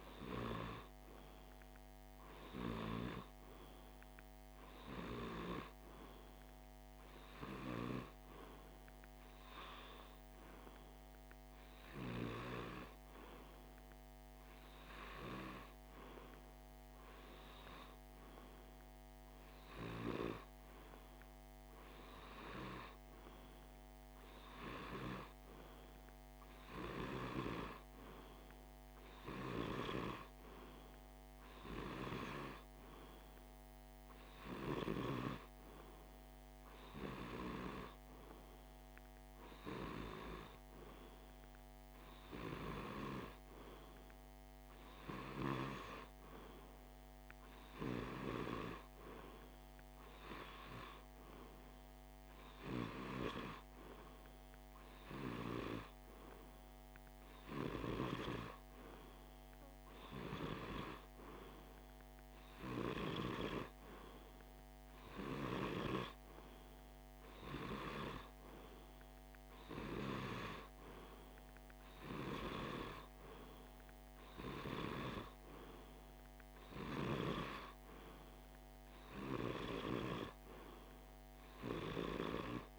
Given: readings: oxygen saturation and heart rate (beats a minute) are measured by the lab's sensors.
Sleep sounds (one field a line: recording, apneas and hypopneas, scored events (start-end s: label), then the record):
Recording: breathing in sleep by a microphone on the trachea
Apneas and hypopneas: none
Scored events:
none scored
From the record:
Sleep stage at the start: REM sleep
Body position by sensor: on the left side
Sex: male